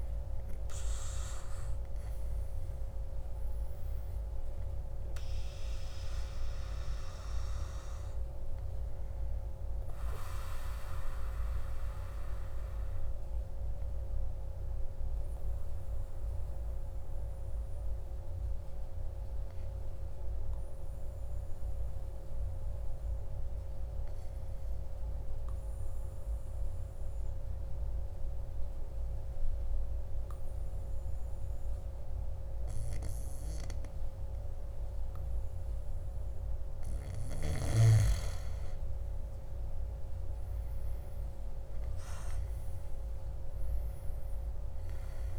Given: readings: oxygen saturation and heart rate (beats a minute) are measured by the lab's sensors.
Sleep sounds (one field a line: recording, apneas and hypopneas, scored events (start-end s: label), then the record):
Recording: breathing in sleep, hard to hear, by a room microphone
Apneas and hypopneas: 1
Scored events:
12.00-37.00 s: obstructive apnea (oxygen 99% before, 95% lowest, heart rate 58 before, 54 extreme, up 6 after)
39.50-44.00 s: arousal
43.00-45.39 s: oxygen desaturation (device-marked, oxygen 99% before, 95% lowest, heart rate 57 before, 55 extreme)
From the record:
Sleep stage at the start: N2 (light sleep)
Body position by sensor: on the back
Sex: male